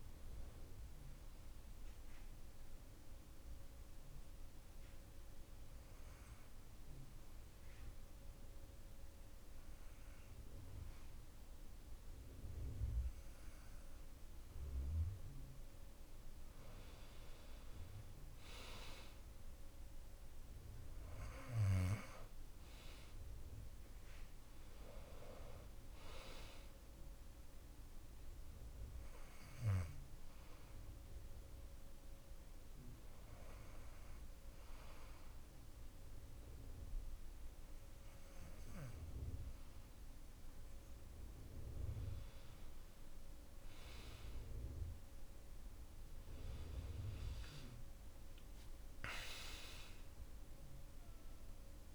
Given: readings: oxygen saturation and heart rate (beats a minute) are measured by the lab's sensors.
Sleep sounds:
breathing in sleep by a room microphone; 2
0.00-4.00 s: oxygen desaturation (device-marked, oxygen 90% lowest)
0.50-13.50 s: obstructive apnea (oxygen 97% before, 90% lowest)
15.50-20.00 s: arousal
22.00-35.00 s: oxygen desaturation (device-marked, oxygen 96% before, 92% lowest)
29.00-41.00 s: hypopnea (oxygen 97% before, 90% lowest)
46.00-50.00 s: arousal
From the record:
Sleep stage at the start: N2 (light sleep); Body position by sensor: on the back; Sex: male

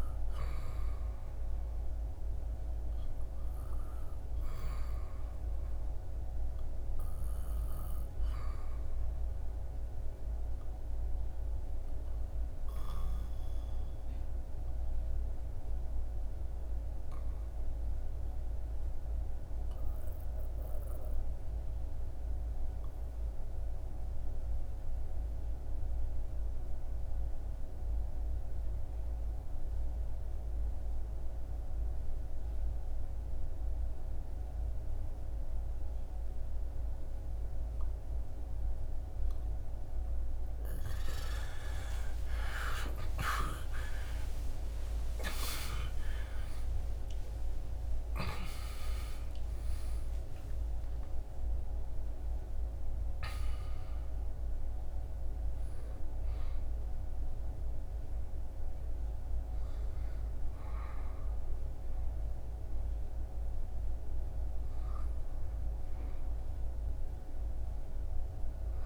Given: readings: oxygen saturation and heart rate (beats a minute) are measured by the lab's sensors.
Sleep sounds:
breathing in sleep, hard to hear, by a room microphone; 1
0.00-2.50 s: arousal
1.00-16.00 s: oxygen desaturation (device-marked, oxygen 97% before, 93% lowest, heart rate 80 before, 56 extreme)
8.50-38.50 s: obstructive apnea (oxygen 99% before, 75% lowest, heart rate 78 before, 55 extreme)
22.00-63.00 s: oxygen desaturation (device-marked, oxygen 94% before, 75% lowest, heart rate 73 before, 55 extreme)
41.50-47.00 s: arousal
66.00-68.86 s: arousal
From the record:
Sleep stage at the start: N2 (light sleep); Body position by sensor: on the back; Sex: male

